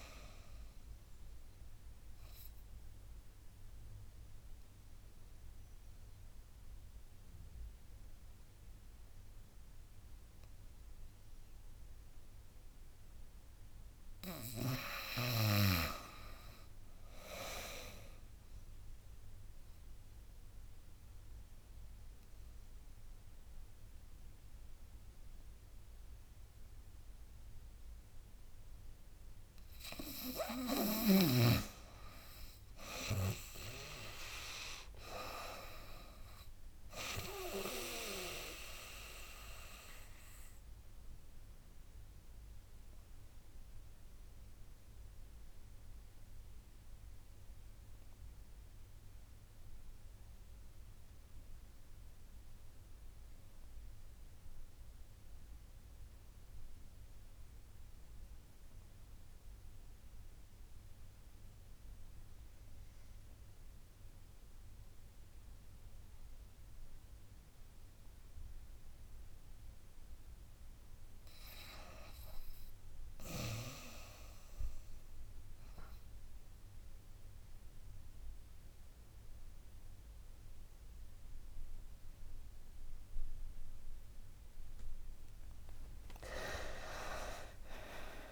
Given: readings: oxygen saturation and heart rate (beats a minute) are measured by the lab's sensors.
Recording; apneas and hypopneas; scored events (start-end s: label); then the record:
breathing in sleep by a room microphone; 3
0.00-3.00 s: drop in pulse transit time (device-marked, heart rate 79 extreme)
0.00-15.00 s: oxygen desaturation (device-marked, oxygen 85% lowest, heart rate 76 extreme)
2.00-13.00 s: obstructive apnea (oxygen 92% before, 85% lowest, heart rate 85 before, 78 extreme, up 12 after)
14.50-16.50 s: arousal
19.50-30.50 s: obstructive apnea (oxygen 99% before, 87% lowest, heart rate 81 before, 76 extreme, up 9 after)
32.00-35.00 s: arousal
35.00-46.00 s: drop in pulse transit time (device-marked, heart rate 84 before, 79 extreme)
37.00-52.00 s: oxygen desaturation (device-marked, oxygen 97% before, 91% lowest, heart rate 84 before, 75 extreme)
39.00-68.50 s: obstructive apnea (oxygen 99% before, 86% lowest, heart rate 85 before, 75 extreme, up 3 after)
65.00-88.31 s: oxygen desaturation (device-marked, oxygen 98% before, 86% lowest, heart rate 77 before, 74 extreme)
71.50-75.50 s: arousal
86.00-88.31 s: new sleep stage, N1 (lightest sleep)
From the record:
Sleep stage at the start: N2 (light sleep); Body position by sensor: on the back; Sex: female